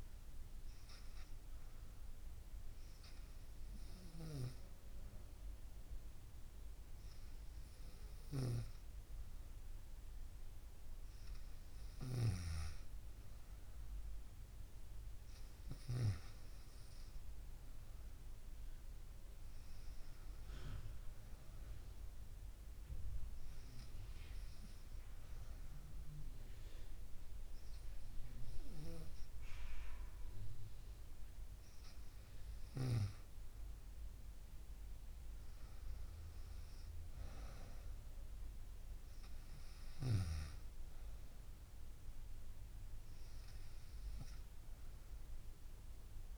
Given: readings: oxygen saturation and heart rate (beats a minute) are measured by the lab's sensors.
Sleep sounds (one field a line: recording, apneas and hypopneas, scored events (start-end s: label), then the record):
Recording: breathing in sleep by a room microphone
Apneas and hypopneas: none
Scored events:
none scored
From the record:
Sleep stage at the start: N2 (light sleep)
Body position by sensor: on the right side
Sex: female